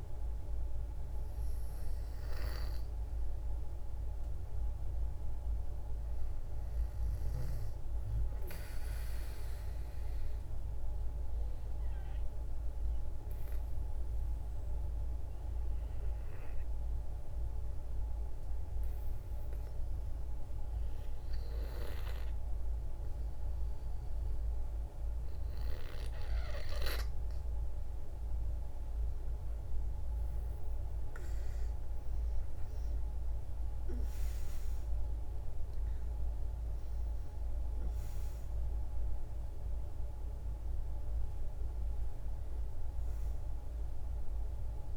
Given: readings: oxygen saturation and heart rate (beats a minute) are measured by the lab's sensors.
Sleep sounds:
breathing in sleep by a room microphone; 1
9.00-26.00 s: obstructive apnea (oxygen 95% before, 90% lowest, heart rate 58 before, 55 extreme, up 8 after)
30.00-34.50 s: arousal
32.50-44.97 s: oxygen desaturation (device-marked, oxygen 95% before, 90% lowest, heart rate 58 before, 54 extreme)
From the record:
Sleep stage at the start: N2 (light sleep); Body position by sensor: on the back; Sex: female

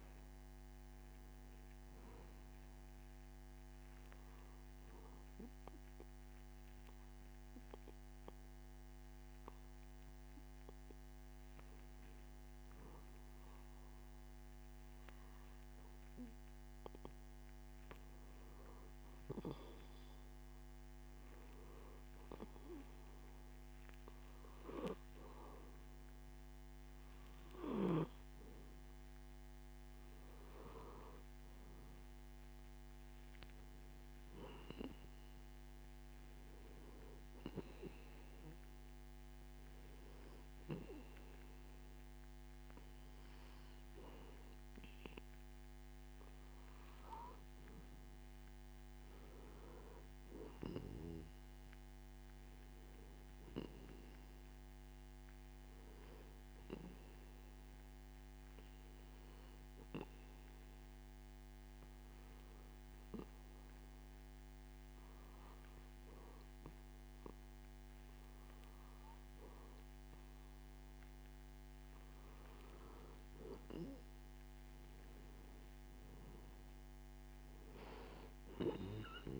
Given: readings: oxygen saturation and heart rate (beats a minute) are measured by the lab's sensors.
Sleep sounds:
breathing in sleep by a microphone on the trachea; 1
12.00-19.00 s: arousal
49.50-53.50 s: arousal
57.00-70.00 s: hypopnea (oxygen 95% before, 92% lowest)
74.00-78.50 s: arousal
From the record:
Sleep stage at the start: N2 (light sleep); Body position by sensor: on the back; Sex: male

